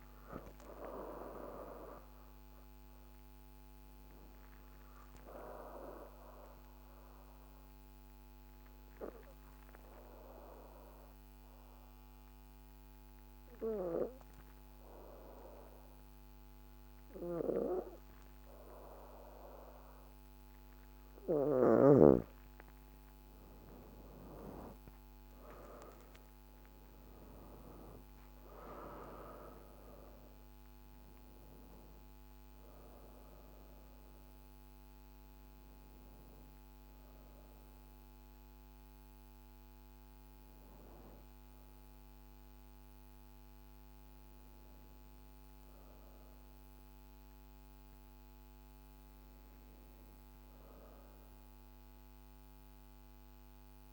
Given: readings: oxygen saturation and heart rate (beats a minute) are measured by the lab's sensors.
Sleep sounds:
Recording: breathing in sleep by a microphone on the trachea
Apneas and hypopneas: 1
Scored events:
0.00-7.50 s: oxygen desaturation (device-marked, oxygen 86% lowest, heart rate 52 extreme)
2.00-19.50 s: obstructive apnea (oxygen 98% before, 80% lowest, heart rate 54 before, 49 extreme, up 8 after)
18.50-47.50 s: oxygen desaturation (device-marked, oxygen 98% before, 80% lowest, heart rate 53 before, 49 extreme)
23.00-27.00 s: arousal
From the record:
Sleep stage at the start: N2 (light sleep)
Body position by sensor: on the back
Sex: female

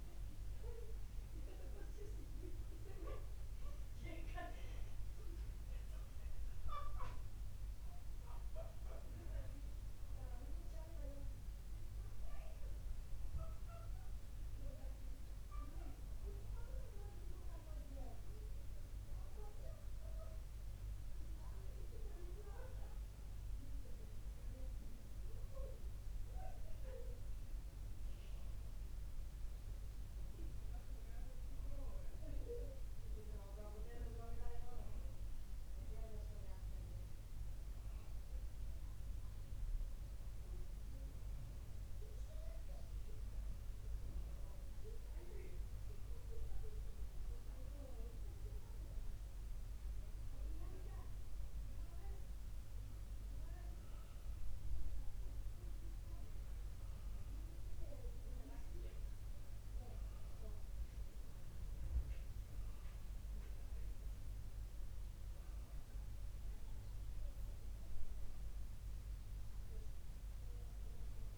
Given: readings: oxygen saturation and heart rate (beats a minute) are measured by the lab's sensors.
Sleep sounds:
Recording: breathing in sleep by a room microphone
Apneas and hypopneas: none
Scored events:
none scored
From the record:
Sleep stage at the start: N2 (light sleep)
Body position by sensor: on the back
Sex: male

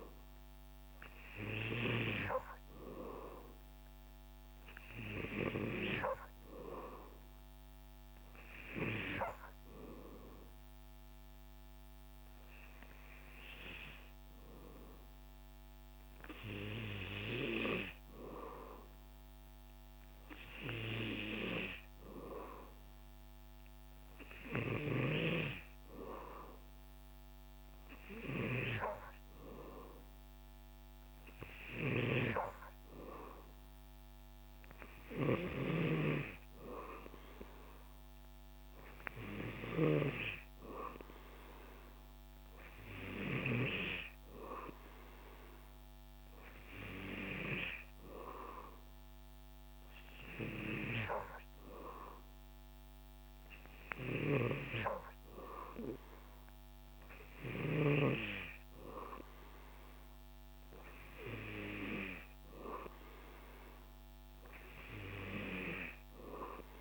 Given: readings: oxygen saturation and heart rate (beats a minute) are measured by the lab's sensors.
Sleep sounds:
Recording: breathing in sleep by a microphone on the trachea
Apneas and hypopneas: none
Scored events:
21.50-66.81 s: new sleep stage, N2 (light sleep)
45.50-56.50 s: oxygen desaturation (device-marked, oxygen 96% before, 93% lowest, heart rate 78 before, 78 extreme)
From the record:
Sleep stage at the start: N3 (deep sleep)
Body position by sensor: on the back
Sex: male

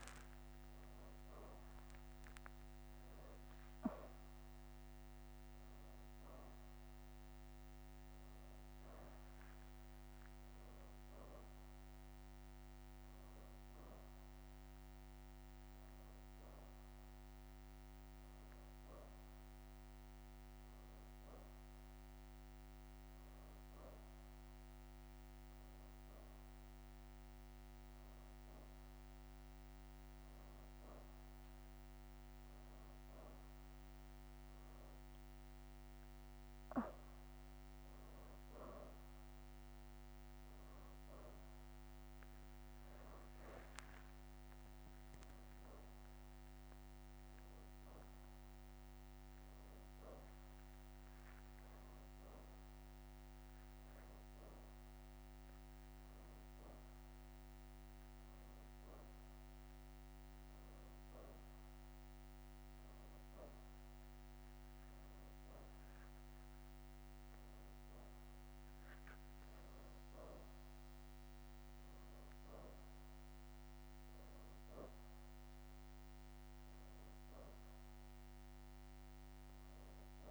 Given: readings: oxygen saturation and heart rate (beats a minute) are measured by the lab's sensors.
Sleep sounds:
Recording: breathing in sleep, hard to hear, by a microphone on the trachea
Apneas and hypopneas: none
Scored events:
28.00-80.31 s: new sleep stage, N2 (light sleep)
31.50-38.00 s: leg movement (device-marked)
40.50-41.50 s: leg movement (device-marked)
53.50-55.00 s: leg movement (device-marked)
73.50-74.50 s: leg movement (device-marked)
78.50-80.00 s: leg movement (device-marked)
From the record:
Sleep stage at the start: N1 (lightest sleep)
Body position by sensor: on the back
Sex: female

